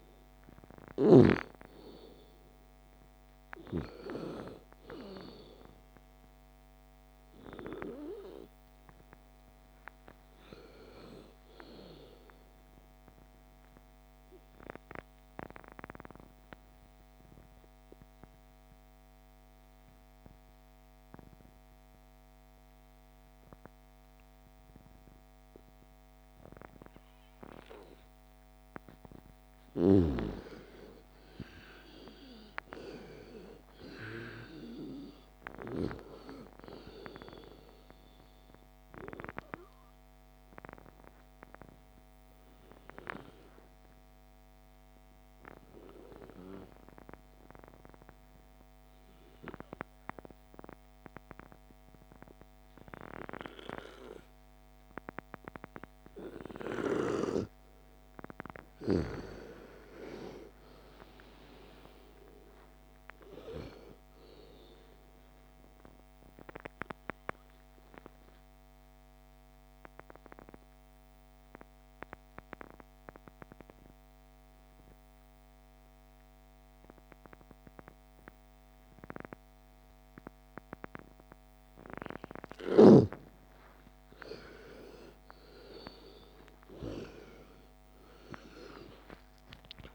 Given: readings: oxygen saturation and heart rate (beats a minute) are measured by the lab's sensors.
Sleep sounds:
breathing in sleep by a microphone on the trachea; 3
0.00-1.00 s: arousal
5.00-19.00 s: oxygen desaturation (device-marked, oxygen 98% before, 89% lowest, heart rate 56 before, 48 extreme)
13.50-28.50 s: obstructive apnea (oxygen 98% before, 86% lowest, heart rate 61 before, 48 extreme, up 19 after)
30.00-33.50 s: arousal
37.00-56.00 s: oxygen desaturation (device-marked, oxygen 97% before, 86% lowest, heart rate 57 before, 54 extreme)
38.50-56.50 s: obstructive apnea (oxygen 98% before, 86% lowest, heart rate 57 before, 54 extreme, up 6 after)
58.50-61.50 s: arousal
64.00-88.00 s: oxygen desaturation (device-marked, oxygen 98% before, 88% lowest, heart rate 58 before, 36 extreme)
66.50-82.50 s: obstructive apnea (oxygen 98% before, 87% lowest, heart rate 57 before, 36 extreme, up 25 after)
88.00-89.95 s: arousal
From the record:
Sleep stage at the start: N2 (light sleep); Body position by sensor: on the back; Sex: female

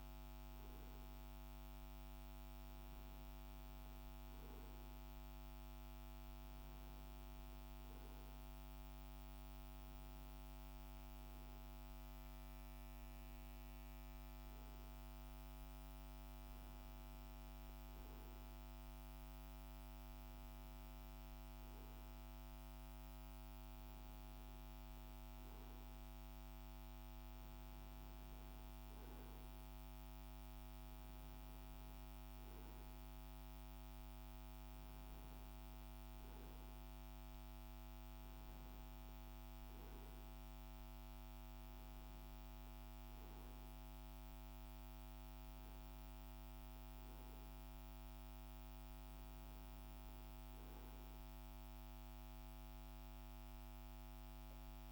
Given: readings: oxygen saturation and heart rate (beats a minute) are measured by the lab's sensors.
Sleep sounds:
breathing in sleep, hard to hear, by a microphone on the trachea; none
none scored
From the record:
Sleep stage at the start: N2 (light sleep); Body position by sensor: on the right side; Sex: male

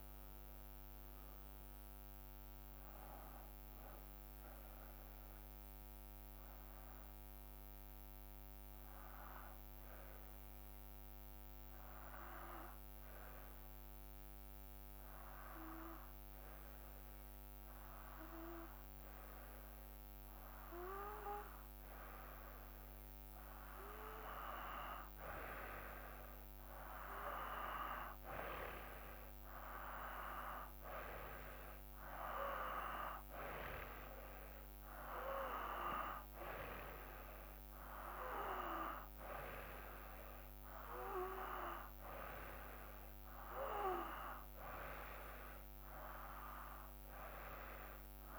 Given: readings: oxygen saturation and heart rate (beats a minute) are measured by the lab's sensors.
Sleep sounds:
breathing in sleep by a microphone on the trachea; 1
4.50-22.00 s: hypopnea (oxygen 95% before, 91% lowest, heart rate 62 before, 54 extreme, up 2 after)
25.00-29.00 s: arousal
25.00-48.00 s: oxygen desaturation (device-marked, oxygen 95% before, 91% lowest, heart rate 55 before, 55 extreme)
40.50-42.50 s: long interval between heartbeats (device-marked, heart rate 57 before, 66 extreme)
43.00-46.00 s: arousal
From the record:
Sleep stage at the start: N2 (light sleep); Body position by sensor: on the back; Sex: male

